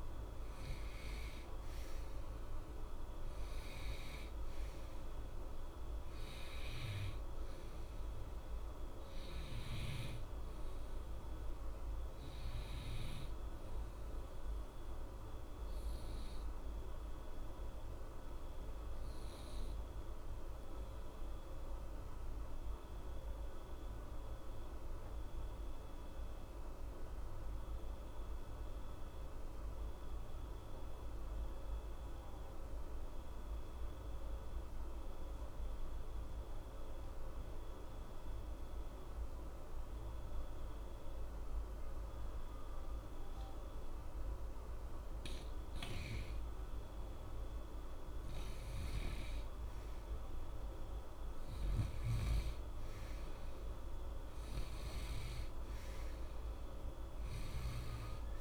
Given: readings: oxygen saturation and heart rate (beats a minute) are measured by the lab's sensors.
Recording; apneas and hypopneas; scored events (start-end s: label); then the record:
breathing in sleep, hard to hear, by a room microphone; 1
14.50-45.50 s: obstructive apnea (oxygen 94% before, 86% lowest, heart rate 60 before, 60 extreme, up 0 after)
15.50-34.50 s: oxygen desaturation (device-marked, oxygen 91% before, 87% lowest, heart rate 60 before, 60 extreme)
48.50-58.41 s: oxygen desaturation (device-marked, oxygen 96% before, 86% lowest, heart rate 62 before, 60 extreme)
49.00-52.50 s: arousal
From the record:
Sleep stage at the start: N2 (light sleep); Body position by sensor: on the right side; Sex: male